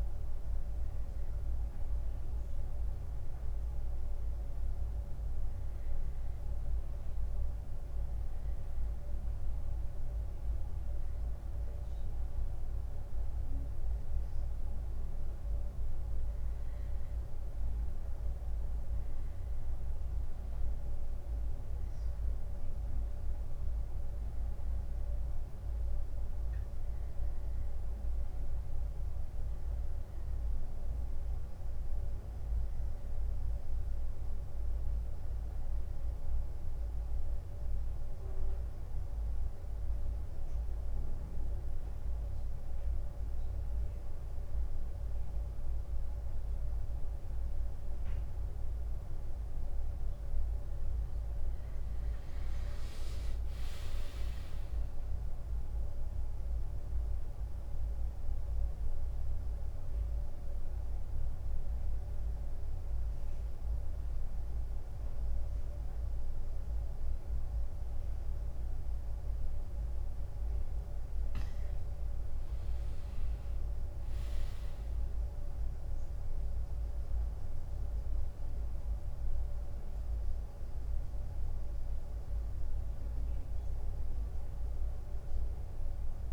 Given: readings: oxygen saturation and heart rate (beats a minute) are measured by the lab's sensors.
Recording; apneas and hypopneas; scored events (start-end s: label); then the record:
a person partly awake in a sleep study, hard to hear, by a room microphone; 1
4.00-64.00 s: new sleep stage, N1 (lightest sleep)
51.00-54.00 s: arousal
56.50-72.00 s: central apnea (oxygen 95% before, 92% lowest, heart rate 92 before, 86 extreme, up 0 after)
64.00-86.33 s: new sleep stage, N2 (light sleep)
77.00-81.00 s: arousal
From the record:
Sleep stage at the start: awake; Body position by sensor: on the front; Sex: male